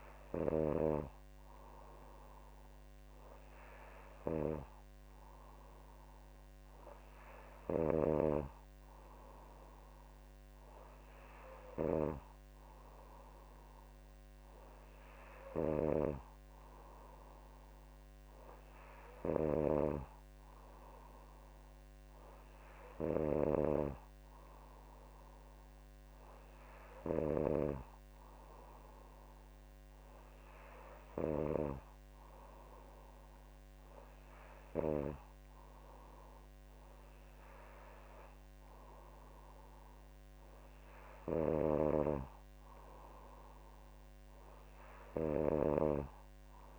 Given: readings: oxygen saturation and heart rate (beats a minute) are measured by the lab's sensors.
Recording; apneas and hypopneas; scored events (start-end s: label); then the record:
breathing in sleep by a microphone on the trachea; none
none scored
From the record:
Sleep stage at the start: N2 (light sleep); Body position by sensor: on the back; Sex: female